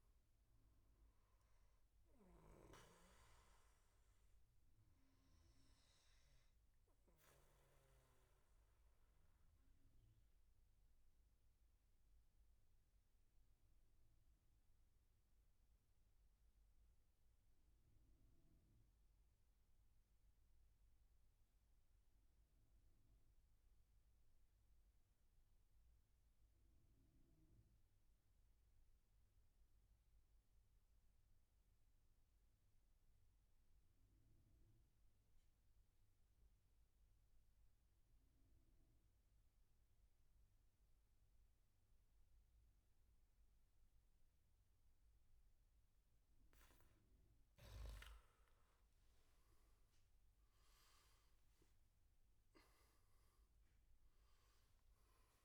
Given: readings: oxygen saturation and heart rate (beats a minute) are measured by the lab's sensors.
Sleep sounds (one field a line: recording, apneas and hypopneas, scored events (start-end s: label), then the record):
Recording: breathing in sleep, hard to hear, by a room microphone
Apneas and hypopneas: 1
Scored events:
0.00-7.50 s: oxygen desaturation (device-marked, oxygen 92% lowest, heart rate 59 extreme)
4.50-6.50 s: bradycardia (device-marked, heart rate 73 before, 62 extreme)
7.50-46.00 s: obstructive apnea (oxygen 99% before, 89% lowest, heart rate 75 before, 58 extreme, up 14 after)
33.50-55.45 s: oxygen desaturation (device-marked, oxygen 99% before, 89% lowest, heart rate 71 before, 58 extreme)
48.50-53.50 s: arousal
From the record:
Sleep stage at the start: N2 (light sleep)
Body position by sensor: on the back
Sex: male